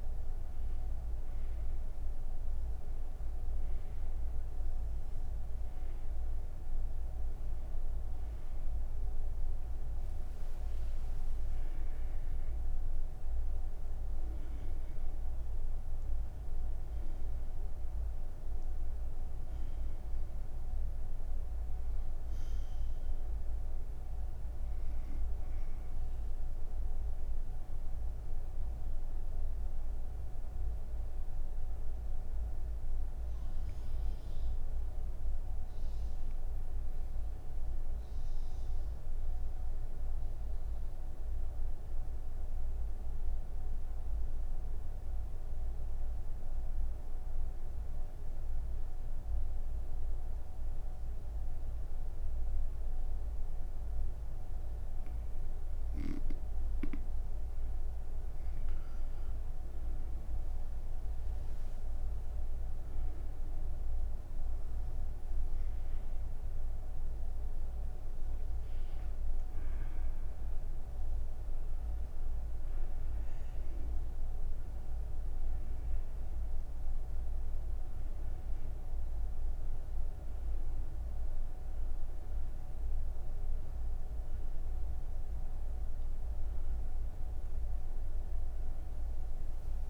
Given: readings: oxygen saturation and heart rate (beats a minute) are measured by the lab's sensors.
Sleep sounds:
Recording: breathing in sleep, hard to hear, by a room microphone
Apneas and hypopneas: none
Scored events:
0.00-39.50 s: oxygen desaturation (device-marked, oxygen 89% lowest)
62.50-75.50 s: oxygen desaturation (device-marked, oxygen 98% before, 93% lowest)
From the record:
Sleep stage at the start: N1 (lightest sleep)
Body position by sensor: on the right side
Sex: female

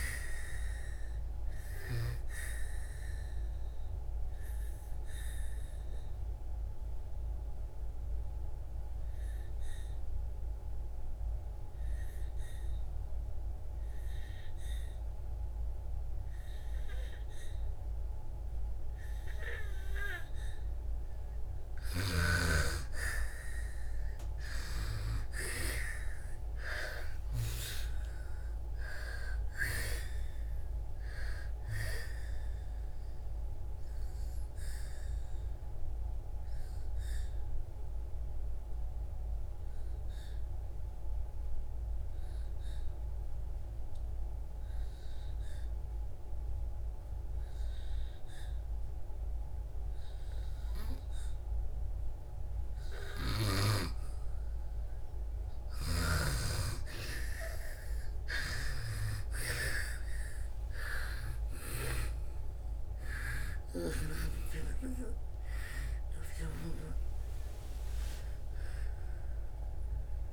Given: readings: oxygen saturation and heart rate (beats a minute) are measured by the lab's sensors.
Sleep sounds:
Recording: breathing in sleep by a room microphone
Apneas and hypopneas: 2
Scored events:
0.00-16.50 s: oxygen desaturation (device-marked, oxygen 88% lowest)
1.50-22.00 s: obstructive apnea (oxygen 98% before, 85% lowest)
18.50-48.50 s: oxygen desaturation (device-marked, oxygen 97% before, 85% lowest)
25.50-29.50 s: arousal
32.50-53.50 s: obstructive apnea (oxygen 97% before, 81% lowest)
55.50-61.50 s: snoring (device-marked)
57.50-70.33 s: oxygen desaturation (device-marked, oxygen 97% before, 85% lowest)
58.00-62.50 s: arousal
From the record:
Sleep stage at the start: N2 (light sleep)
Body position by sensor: on the back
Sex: female

